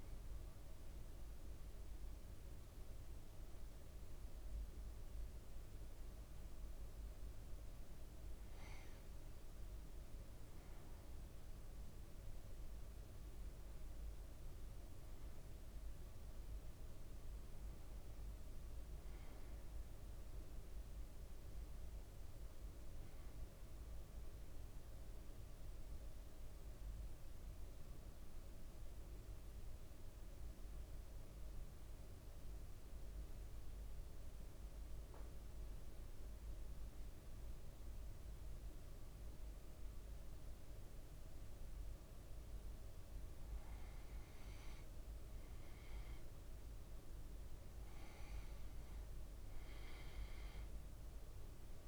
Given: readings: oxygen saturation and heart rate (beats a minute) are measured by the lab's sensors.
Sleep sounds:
breathing in sleep, hard to hear, by a room microphone; 1
24.50-42.50 s: central apnea (oxygen 99% before, 94% lowest, heart rate 59 before, 58 extreme, up 2 after)
45.00-48.50 s: arousal
45.00-51.87 s: oxygen desaturation (device-marked, oxygen 99% before, 94% lowest, heart rate 58 before, 58 extreme)
From the record:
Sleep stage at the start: N2 (light sleep); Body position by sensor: on the back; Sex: male

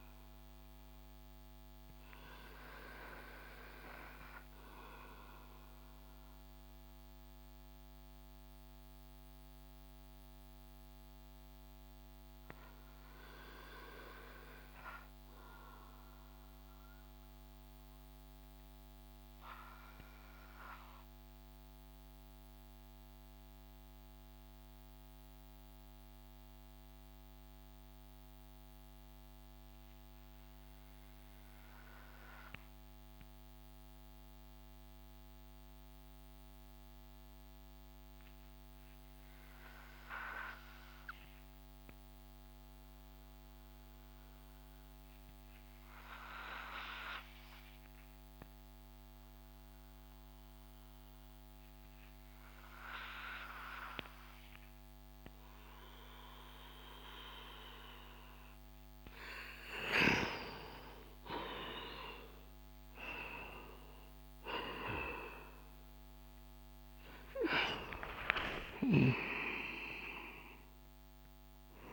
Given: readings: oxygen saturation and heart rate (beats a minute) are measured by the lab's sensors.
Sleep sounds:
breathing in sleep by a microphone on the trachea; 1
0.00-17.50 s: oxygen desaturation (device-marked, oxygen 85% lowest)
3.00-58.50 s: mixed apnea (oxygen 95% before, 85% lowest)
39.50-71.93 s: oxygen desaturation (device-marked, oxygen 98% before, 85% lowest)
62.50-67.50 s: arousal
From the record:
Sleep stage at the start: N2 (light sleep); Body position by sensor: on the back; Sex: male

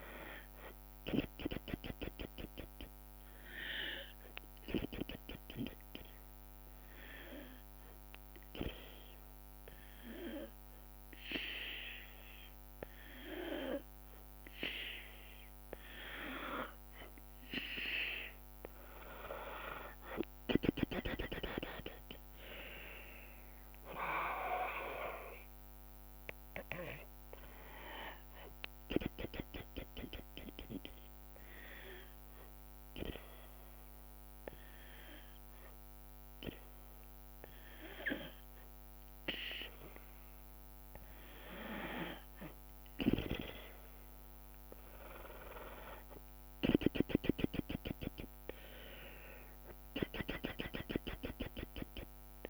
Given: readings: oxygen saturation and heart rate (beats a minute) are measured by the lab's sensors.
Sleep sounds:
breathing in sleep by a microphone on the trachea; 2
0.00-5.50 s: drop in pulse transit time (device-marked, heart rate 72 extreme)
7.50-19.00 s: hypopnea (oxygen 97% before, 92% lowest, heart rate 75 before, 60 extreme, up 24 after)
21.50-33.50 s: drop in pulse transit time (device-marked, heart rate 76 before, 63 extreme)
23.00-26.50 s: arousal
23.50-40.50 s: oxygen desaturation (device-marked, oxygen 97% before, 92% lowest, heart rate 76 before, 60 extreme)
31.50-41.50 s: hypopnea (oxygen 97% before, 92% lowest, heart rate 77 before, 63 extreme, up 29 after)
47.00-50.50 s: arousal
47.50-52.50 s: drop in pulse transit time (device-marked, heart rate 69 before, 76 extreme)
From the record:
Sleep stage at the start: N2 (light sleep); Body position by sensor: on the back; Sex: female

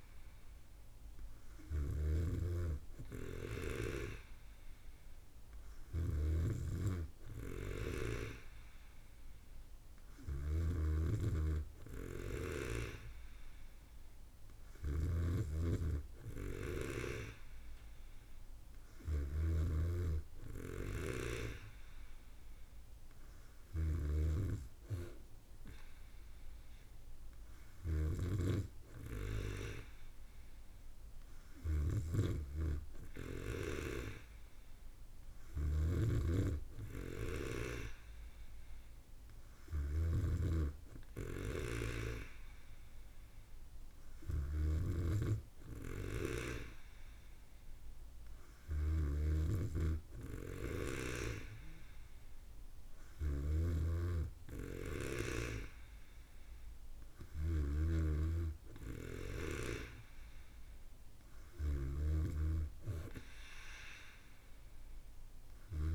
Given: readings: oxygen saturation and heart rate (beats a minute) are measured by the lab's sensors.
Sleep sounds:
breathing in sleep by a room microphone; none
6.00-20.00 s: snoring (device-marked)
32.00-40.50 s: snoring (device-marked)
49.00-65.95 s: snoring (device-marked)
From the record:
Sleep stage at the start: N3 (deep sleep); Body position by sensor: on the back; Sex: female

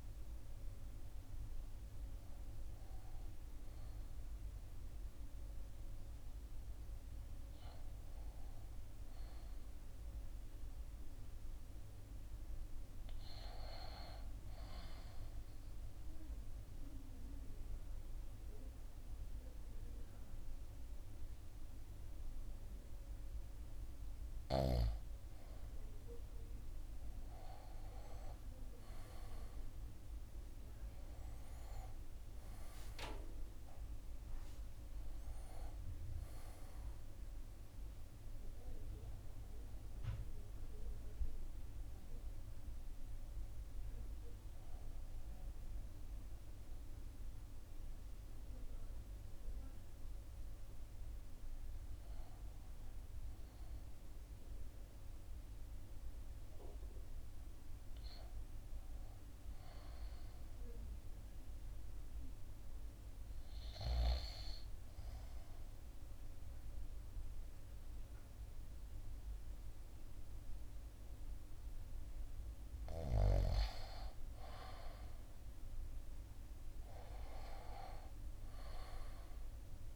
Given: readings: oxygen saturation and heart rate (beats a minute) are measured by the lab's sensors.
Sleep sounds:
a person partly awake in a sleep study, by a room microphone; 2
7.50-79.96 s: new sleep stage, N1 (lightest sleep)
14.50-26.50 s: obstructive apnea (oxygen 98% before, 90% lowest, heart rate 68 before, 61 extreme, up 5 after)
28.50-33.00 s: arousal
28.50-51.50 s: oxygen desaturation (device-marked, oxygen 95% before, 90% lowest, heart rate 63 before, 60 extreme)
64.00-74.00 s: obstructive apnea (oxygen 98% before, 91% lowest, heart rate 63 before, 60 extreme, up 5 after)
76.00-79.50 s: arousal
From the record:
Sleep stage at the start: awake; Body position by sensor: on the right side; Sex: male

